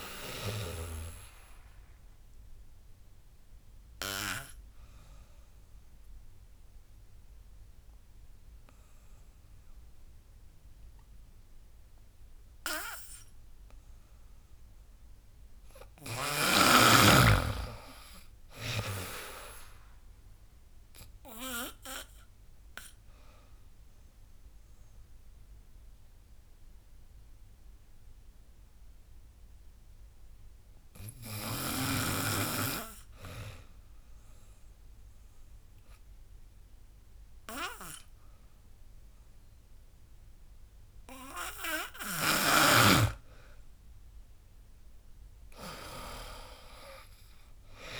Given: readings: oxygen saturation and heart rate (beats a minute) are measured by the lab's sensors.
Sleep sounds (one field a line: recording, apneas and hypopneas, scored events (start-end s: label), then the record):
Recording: breathing in sleep by a room microphone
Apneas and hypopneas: 2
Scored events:
0.00-6.50 s: drop in pulse transit time (device-marked, heart rate 84 extreme)
0.00-17.50 s: oxygen desaturation (device-marked, oxygen 93% lowest, heart rate 72 extreme)
1.50-14.50 s: obstructive apnea (oxygen 99% before, 92% lowest, heart rate 82 before, 72 extreme, up 8 after)
17.00-20.00 s: arousal
19.50-31.50 s: drop in pulse transit time (device-marked, heart rate 83 before, 72 extreme)
21.50-42.50 s: obstructive apnea (oxygen 99% before, 92% lowest, heart rate 83 before, 69 extreme, up 14 after)
23.50-43.50 s: oxygen desaturation (device-marked, oxygen 98% before, 92% lowest, heart rate 82 before, 69 extreme)
46.00-48.00 s: arousal
46.50-48.00 s: drop in pulse transit time (device-marked, heart rate 77 before, 79 extreme)
From the record:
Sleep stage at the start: N2 (light sleep)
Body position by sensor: on the back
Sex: female